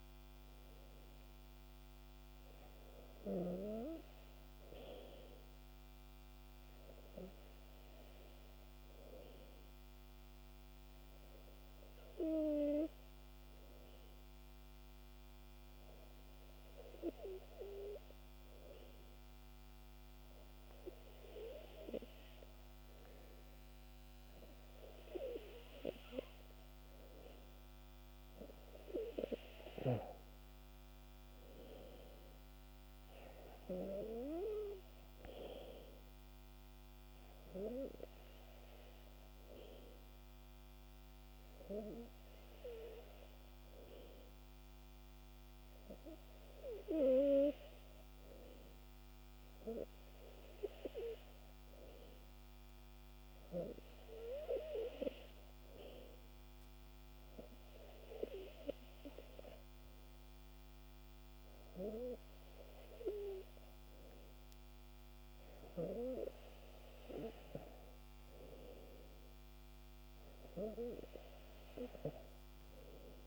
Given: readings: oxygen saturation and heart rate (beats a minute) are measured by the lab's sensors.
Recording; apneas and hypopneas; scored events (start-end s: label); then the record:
breathing in sleep by a microphone on the trachea; 2
7.50-25.50 s: obstructive apnea (oxygen 98% before, 94% lowest, heart rate 71 before, 62 extreme, up 6 after)
27.50-31.50 s: arousal
37.50-58.50 s: hypopnea (oxygen 97% before, 94% lowest, heart rate 70 before, 65 extreme, up 5 after)
61.00-65.00 s: arousal
From the record:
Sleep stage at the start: N2 (light sleep); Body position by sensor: on the back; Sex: male